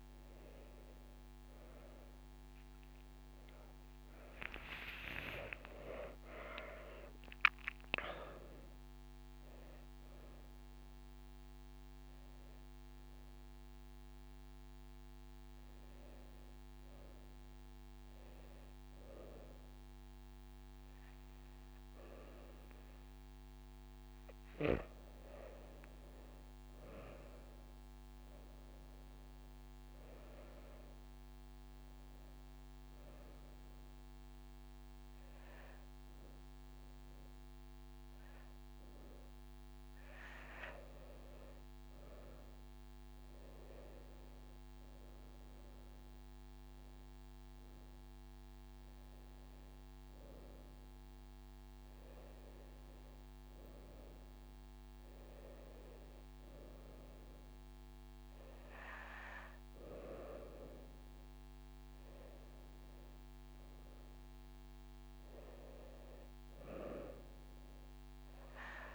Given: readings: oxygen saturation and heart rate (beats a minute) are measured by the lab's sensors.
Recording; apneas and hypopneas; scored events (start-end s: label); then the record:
breathing in sleep by a microphone on the trachea; 1
1.50-12.50 s: drop in pulse transit time (device-marked, heart rate 69 before, 77 extreme)
4.00-8.00 s: arousal
10.00-12.00 s: long interval between heartbeats (device-marked, heart rate 75 before, 82 extreme)
21.00-23.00 s: long interval between heartbeats (device-marked, heart rate 67 before, 65 extreme)
33.00-44.00 s: obstructive apnea (oxygen 97% before, 92% lowest, heart rate 55 before, 27 extreme, up 10 after)
33.50-42.50 s: oxygen desaturation (device-marked, oxygen 97% before, 92% lowest, heart rate 54 before, 27 extreme)
38.50-40.50 s: long interval between heartbeats (device-marked, heart rate 64 before, 72 extreme)
41.00-43.00 s: long interval between heartbeats (device-marked, heart rate 65 before, 62 extreme)
46.00-50.00 s: arousal
52.00-54.00 s: long interval between heartbeats (device-marked, heart rate 62 before, 64 extreme)
52.50-62.50 s: drop in pulse transit time (device-marked, heart rate 62 before, 27 extreme)
54.50-56.50 s: long interval between heartbeats (device-marked, heart rate 61 before, 62 extreme)
62.00-64.00 s: long interval between heartbeats (device-marked, heart rate 51 before, 32 extreme)
65.50-68.94 s: drop in pulse transit time (device-marked, heart rate 47 before, 29 extreme)
67.50-68.94 s: long interval between heartbeats (device-marked, heart rate 45 before, 37 extreme)
From the record:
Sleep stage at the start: N2 (light sleep); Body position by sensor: on the back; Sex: female